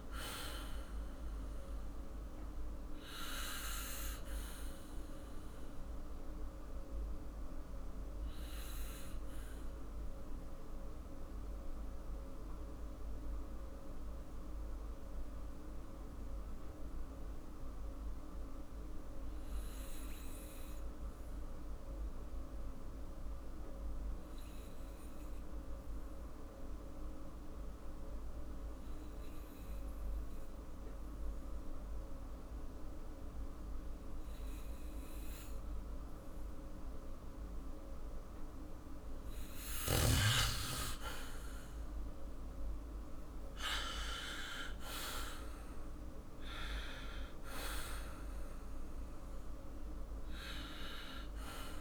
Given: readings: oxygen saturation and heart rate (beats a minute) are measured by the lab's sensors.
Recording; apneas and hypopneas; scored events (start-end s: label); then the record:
breathing in sleep by a room microphone; 1
2.00-38.50 s: obstructive apnea (oxygen 99% before, 95% lowest, heart rate 58 before, 49 extreme, up 7 after)
21.50-35.50 s: oxygen desaturation (device-marked, oxygen 99% before, 95% lowest, heart rate 54 before, 49 extreme)
43.50-48.50 s: arousal
From the record:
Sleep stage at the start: N2 (light sleep); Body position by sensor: on the back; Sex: male